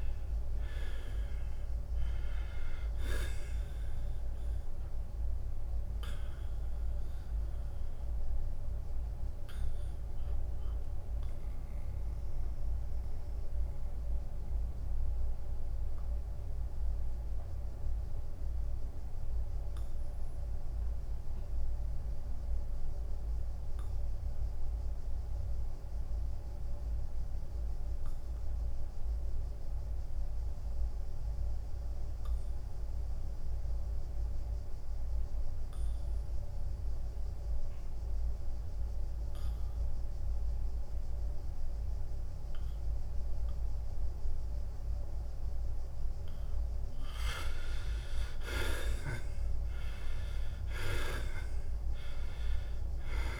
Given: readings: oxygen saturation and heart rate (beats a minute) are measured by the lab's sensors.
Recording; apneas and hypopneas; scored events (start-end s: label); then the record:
breathing in sleep by a room microphone; 1
0.00-3.00 s: arousal
0.00-12.00 s: drop in pulse transit time (device-marked, heart rate 78 extreme)
0.00-34.00 s: oxygen desaturation (device-marked, oxygen 77% lowest, heart rate 78 extreme)
7.00-46.50 s: mixed apnea (oxygen 98% before, 75% lowest, heart rate 84 before, 78 extreme, up 5 after)
39.00-53.00 s: oxygen desaturation (device-marked, oxygen 98% before, 88% lowest, heart rate 82 before, 80 extreme)
48.00-53.40 s: drop in pulse transit time (device-marked, heart rate 81 before, 80 extreme)
50.50-53.40 s: arousal
From the record:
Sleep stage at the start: N2 (light sleep); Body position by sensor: on the back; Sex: male